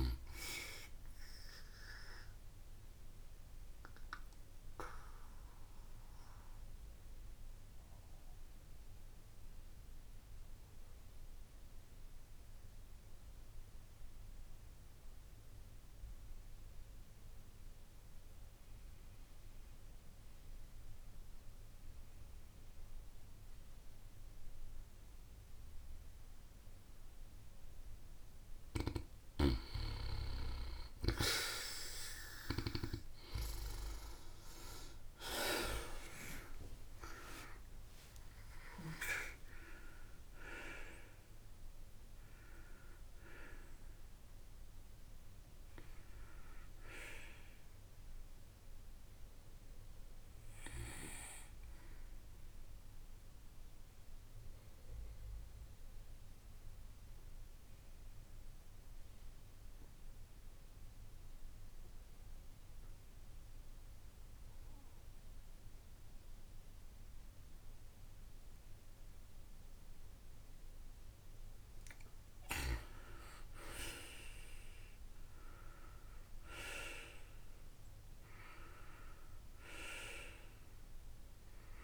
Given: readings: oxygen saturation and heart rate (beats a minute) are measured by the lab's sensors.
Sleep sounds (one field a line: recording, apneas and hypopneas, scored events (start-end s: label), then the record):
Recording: breathing in sleep by a room microphone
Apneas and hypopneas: 2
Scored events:
2.50-27.00 s: obstructive apnea (oxygen 96% before, 87% lowest)
29.00-46.00 s: oxygen desaturation (device-marked, oxygen 96% before, 87% lowest)
33.00-38.50 s: arousal
54.50-70.50 s: obstructive apnea (oxygen 96% before, 91% lowest)
74.00-77.00 s: arousal
78.00-81.84 s: oxygen desaturation (device-marked, oxygen 96% before, 91% lowest)
From the record:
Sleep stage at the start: N2 (light sleep)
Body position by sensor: on the back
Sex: female